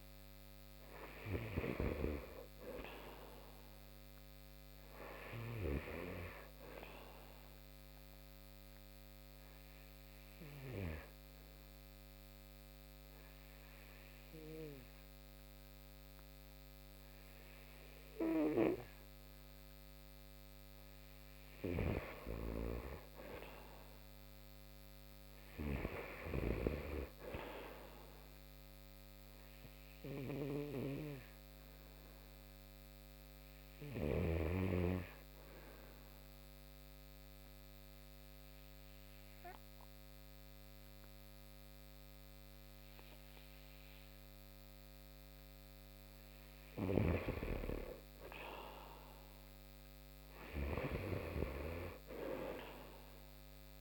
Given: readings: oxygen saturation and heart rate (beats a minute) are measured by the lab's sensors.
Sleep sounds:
breathing in sleep by a microphone on the trachea; 2
0.50-20.50 s: oxygen desaturation (device-marked, oxygen 93% before, 89% lowest)
7.50-19.50 s: obstructive apnea (oxygen 93% before, 87% lowest)
23.00-26.00 s: arousal
29.00-45.00 s: obstructive apnea (oxygen 94% before, 81% lowest)
32.50-49.50 s: oxygen desaturation (device-marked, oxygen 94% before, 89% lowest)
43.50-53.81 s: new sleep stage, REM sleep
From the record:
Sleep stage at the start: N2 (light sleep); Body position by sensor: on the right side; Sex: male

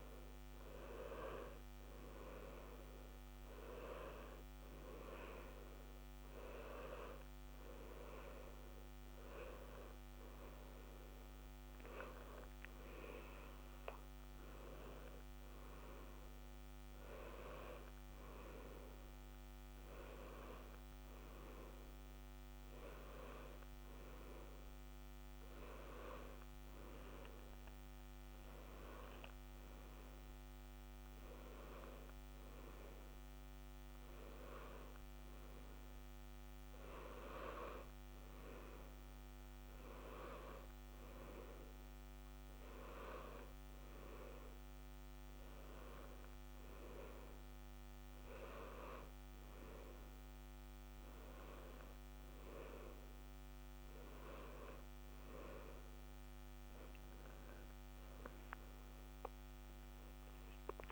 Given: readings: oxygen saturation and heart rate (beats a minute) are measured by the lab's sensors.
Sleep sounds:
breathing in sleep by a microphone on the trachea; none
none scored
From the record:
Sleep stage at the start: N1 (lightest sleep); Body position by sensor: on the left side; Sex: male

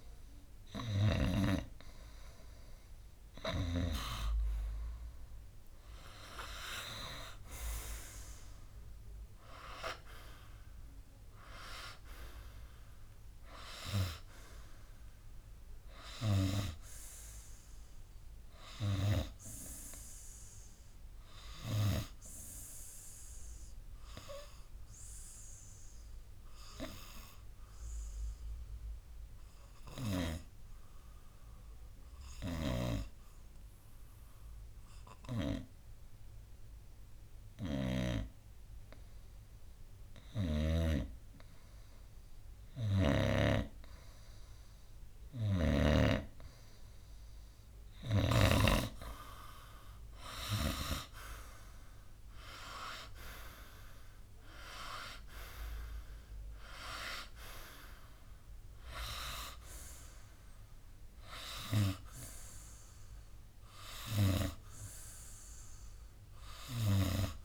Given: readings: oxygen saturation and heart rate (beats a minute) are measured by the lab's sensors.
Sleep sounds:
breathing in sleep by a room microphone; 1
5.50-9.00 s: arousal
9.50-67.45 s: new sleep stage, N2 (light sleep)
10.50-20.50 s: oxygen desaturation (device-marked, oxygen 94% before, 91% lowest, heart rate 66 before, 56 extreme)
22.00-41.00 s: obstructive apnea (oxygen 94% before, 93% lowest, heart rate 66 before, 59 extreme, up 5 after)
42.50-46.00 s: arousal
45.50-49.00 s: snoring (device-marked)
From the record:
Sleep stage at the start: N3 (deep sleep); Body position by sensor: on the right side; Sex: male

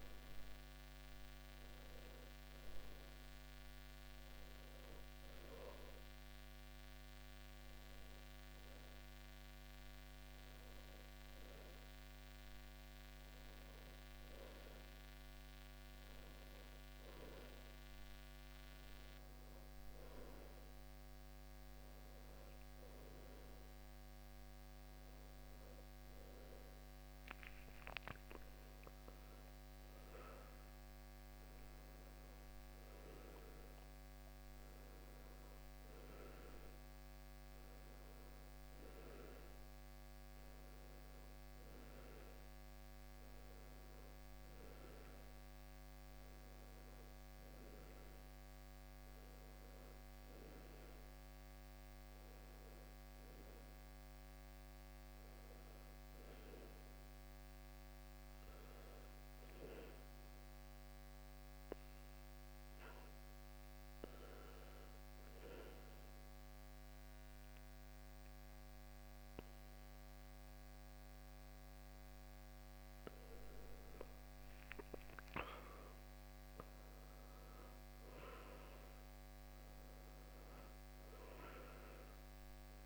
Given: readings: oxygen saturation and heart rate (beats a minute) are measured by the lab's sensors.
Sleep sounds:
breathing in sleep by a microphone on the trachea; 2
0.00-21.00 s: oxygen desaturation (device-marked, oxygen 95% before, 88% lowest, heart rate 75 before, 60 extreme)
4.00-82.86 s: new sleep stage, N1 (lightest sleep)
6.00-27.00 s: hypopnea (oxygen 96% before, 88% lowest, heart rate 83 before, 60 extreme, up 6 after)
28.50-33.50 s: arousal
55.00-74.50 s: hypopnea (oxygen 99% before, 93% lowest, heart rate 62 before, 53 extreme, up 17 after)
75.50-80.00 s: arousal
From the record:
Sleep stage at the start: N2 (light sleep); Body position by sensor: on the back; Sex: male

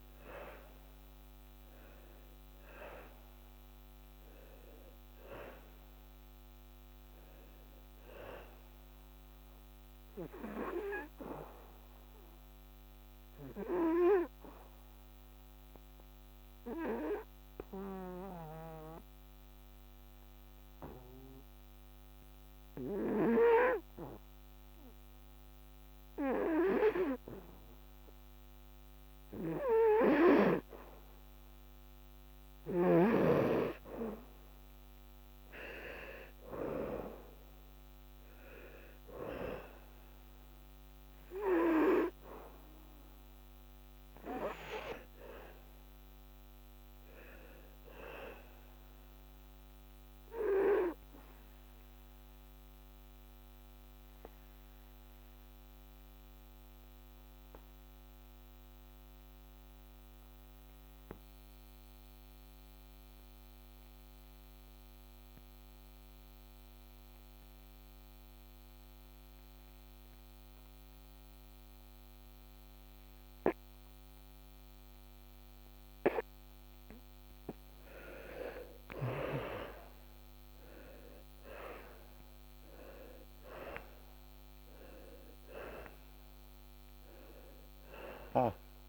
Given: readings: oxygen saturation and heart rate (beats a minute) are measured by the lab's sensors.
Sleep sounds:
breathing in sleep by a microphone on the trachea; 2
0.00-24.50 s: oxygen desaturation (device-marked, oxygen 88% lowest, heart rate 72 extreme)
13.50-29.50 s: obstructive apnea (oxygen 98% before, 86% lowest, heart rate 80 before, 72 extreme, up 1 after)
31.50-35.00 s: arousal
34.50-57.50 s: oxygen desaturation (device-marked, oxygen 98% before, 90% lowest, heart rate 75 before, 68 extreme)
49.00-77.50 s: obstructive apnea (oxygen 98% before, 81% lowest, heart rate 76 before, 68 extreme, up 15 after)
72.50-88.88 s: oxygen desaturation (device-marked, oxygen 97% before, 81% lowest, heart rate 75 before, 66 extreme)
79.00-83.00 s: arousal
From the record:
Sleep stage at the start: N2 (light sleep); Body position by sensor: on the back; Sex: male

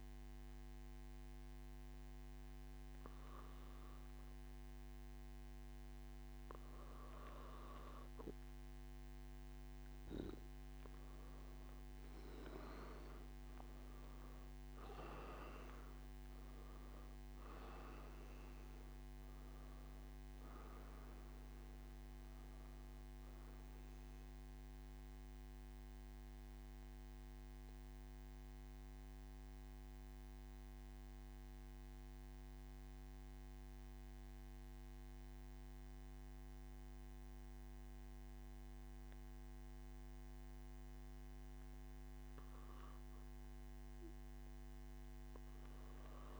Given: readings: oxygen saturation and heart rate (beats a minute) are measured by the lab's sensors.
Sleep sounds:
breathing in sleep, hard to hear, by a microphone on the trachea; none
9.50-35.50 s: oxygen desaturation (device-marked, oxygen 98% before, 94% lowest, heart rate 123 before, 68 extreme)
From the record:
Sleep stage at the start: N2 (light sleep); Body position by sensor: on the back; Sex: male

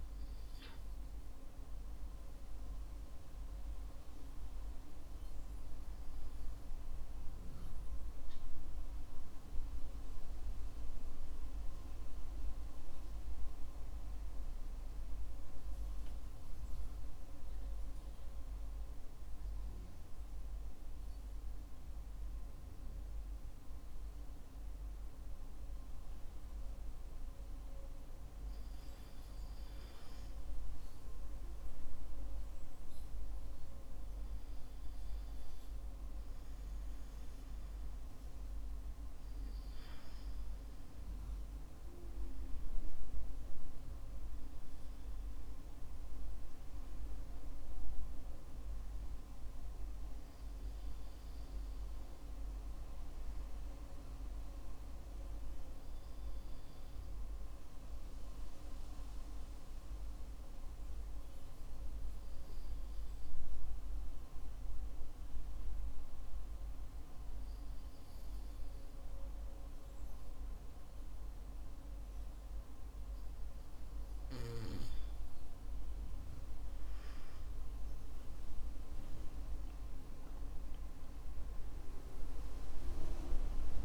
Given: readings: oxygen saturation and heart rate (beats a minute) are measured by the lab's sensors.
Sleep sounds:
breathing in sleep, hard to hear, by a room microphone; 2
9.50-13.50 s: arousal
17.00-30.50 s: hypopnea (oxygen 95% before, 93% lowest, heart rate 61 before, 55 extreme, up 3 after)
32.50-36.00 s: arousal
59.50-74.50 s: hypopnea (oxygen 95% before, 93% lowest, heart rate 57 before, 51 extreme, up 13 after)
77.00-82.00 s: arousal
From the record:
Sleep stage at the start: N2 (light sleep); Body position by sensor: on the back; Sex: male

